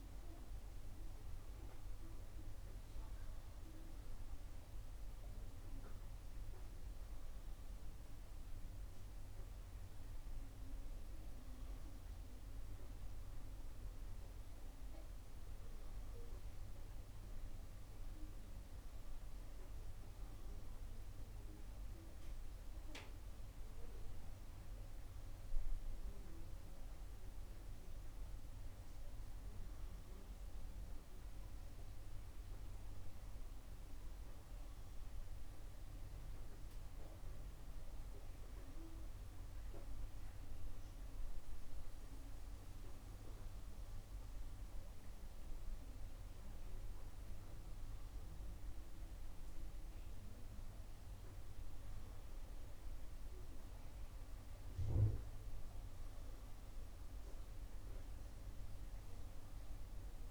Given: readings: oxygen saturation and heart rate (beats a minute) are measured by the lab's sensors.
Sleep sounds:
breathing in sleep, hard to hear, by a room microphone; none
none scored
From the record:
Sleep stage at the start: N2 (light sleep); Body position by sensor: on the right side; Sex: female

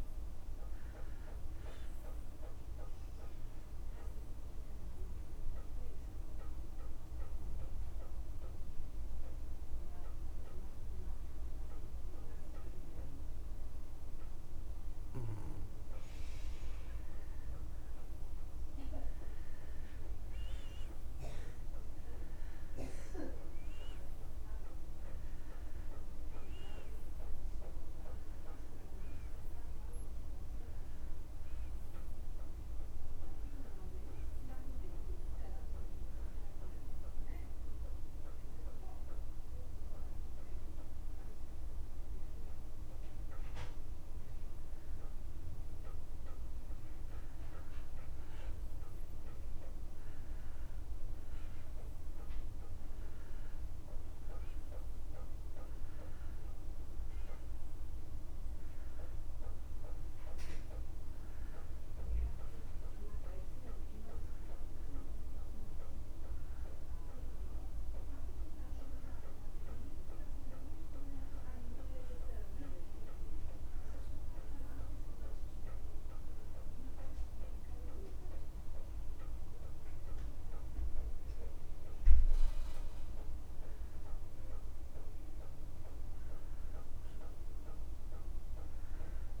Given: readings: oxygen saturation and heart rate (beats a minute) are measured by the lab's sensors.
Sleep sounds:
breathing in sleep, hard to hear, by a room microphone; 3
3.50-19.50 s: oxygen desaturation (device-marked, oxygen 97% before, 93% lowest)
5.50-18.50 s: obstructive apnea (oxygen 97% before, 91% lowest)
22.00-25.00 s: arousal
31.50-48.50 s: oxygen desaturation (device-marked, oxygen 96% before, 91% lowest)
37.00-47.50 s: mixed apnea (oxygen 96% before, 91% lowest)
51.50-55.50 s: arousal
75.00-85.00 s: obstructive apnea (oxygen 96% before, 91% lowest)
From the record:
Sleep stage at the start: N2 (light sleep); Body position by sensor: on the back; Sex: male

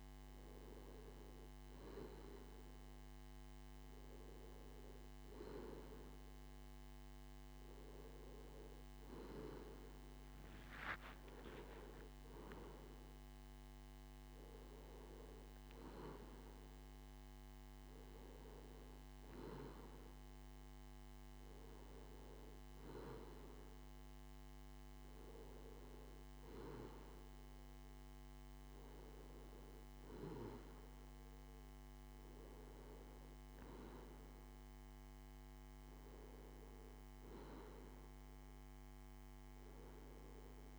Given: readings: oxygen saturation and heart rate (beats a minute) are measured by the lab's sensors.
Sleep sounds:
breathing in sleep by a microphone on the trachea; none
7.00-11.00 s: arousal
From the record:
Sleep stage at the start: N2 (light sleep); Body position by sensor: on the left side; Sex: male

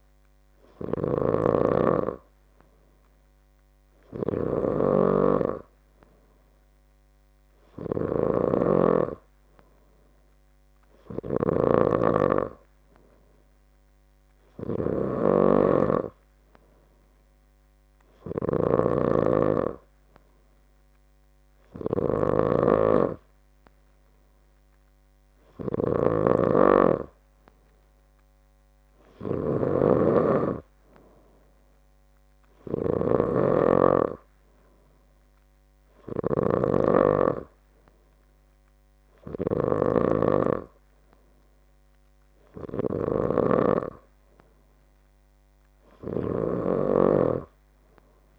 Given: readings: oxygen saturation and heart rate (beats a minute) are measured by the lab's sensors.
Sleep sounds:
breathing in sleep by a microphone on the trachea; none
none scored
From the record:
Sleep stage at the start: N3 (deep sleep); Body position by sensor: on the left side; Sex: male

